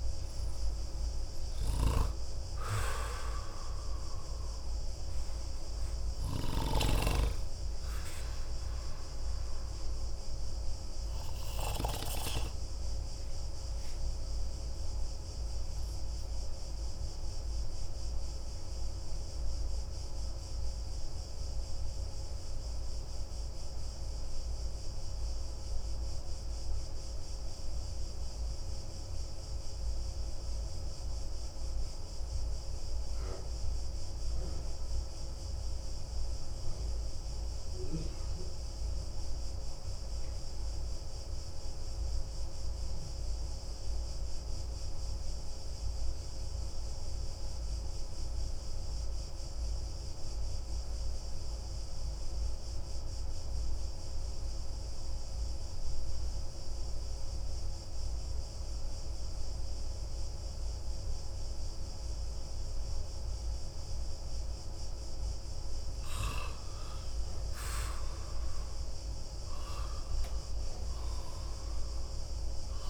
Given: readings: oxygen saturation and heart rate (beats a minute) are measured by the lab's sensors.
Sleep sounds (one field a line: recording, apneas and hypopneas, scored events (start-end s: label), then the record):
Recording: breathing in sleep by a room microphone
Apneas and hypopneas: 1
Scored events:
0.00-13.50 s: oxygen desaturation (device-marked, oxygen 91% lowest)
8.50-65.00 s: obstructive apnea (oxygen 96% before, 90% lowest)
62.50-72.90 s: oxygen desaturation (device-marked, oxygen 97% before, 92% lowest)
66.50-69.00 s: arousal
From the record:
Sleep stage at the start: N2 (light sleep)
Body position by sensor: on the back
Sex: male